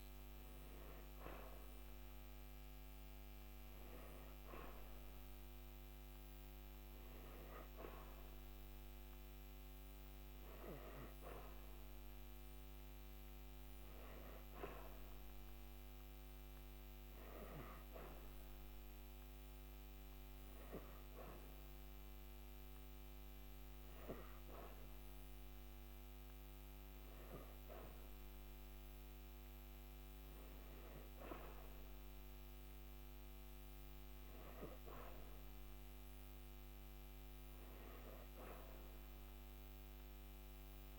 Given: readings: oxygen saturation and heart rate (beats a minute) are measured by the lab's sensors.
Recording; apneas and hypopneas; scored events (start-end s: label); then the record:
breathing in sleep by a microphone on the trachea; none
none scored
From the record:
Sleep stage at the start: N3 (deep sleep); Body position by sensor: on the back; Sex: female